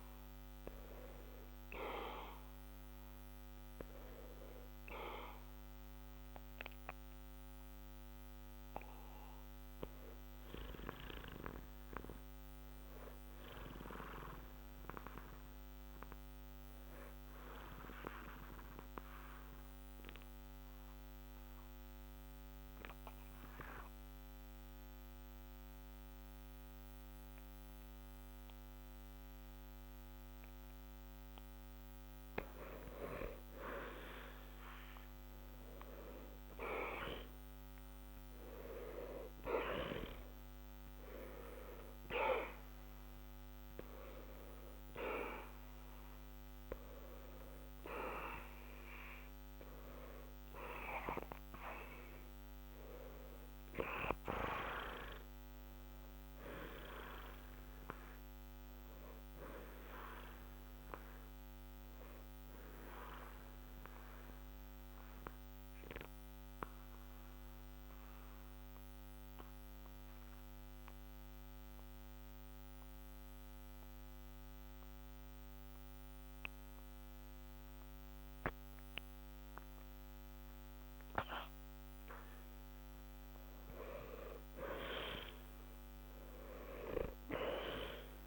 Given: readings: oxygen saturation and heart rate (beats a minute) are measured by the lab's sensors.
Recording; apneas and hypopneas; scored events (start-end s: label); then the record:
breathing in sleep by a microphone on the trachea; 2
0.00-2.00 s: oxygen desaturation (device-marked, oxygen 89% lowest, heart rate 60 extreme)
11.00-14.00 s: arousal
17.50-31.50 s: obstructive apnea (oxygen 92% before, 87% lowest, heart rate 60 before, 60 extreme, up 0 after)
33.50-36.50 s: arousal
39.00-53.00 s: oxygen desaturation (device-marked, oxygen 94% before, 90% lowest, heart rate 60 before, 60 extreme)
52.50-56.00 s: arousal
55.00-73.00 s: oxygen desaturation (device-marked, oxygen 91% before, 87% lowest, heart rate 60 before, 60 extreme)
62.00-80.50 s: obstructive apnea (oxygen 93% before, 87% lowest, heart rate 60 before, 60 extreme, up 2 after)
83.00-87.50 s: arousal
From the record:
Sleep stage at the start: N2 (light sleep); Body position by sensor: on the back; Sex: male